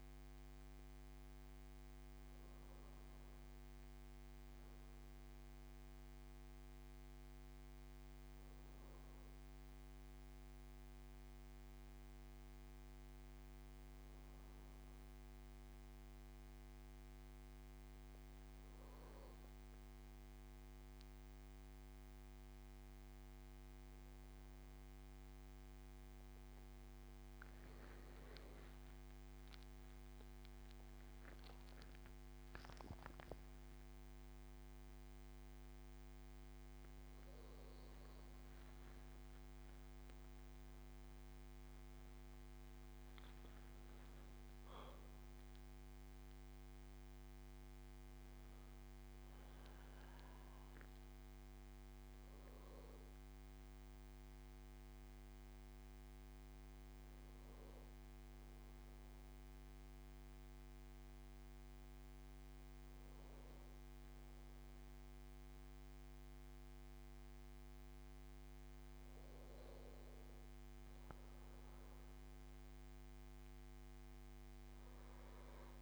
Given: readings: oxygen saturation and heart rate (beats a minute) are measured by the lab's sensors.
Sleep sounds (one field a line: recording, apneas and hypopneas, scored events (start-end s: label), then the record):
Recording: breathing in sleep, hard to hear, by a microphone on the trachea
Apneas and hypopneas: none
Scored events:
72.50-75.81 s: arousal
From the record:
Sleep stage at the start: N2 (light sleep)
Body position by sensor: on the back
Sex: male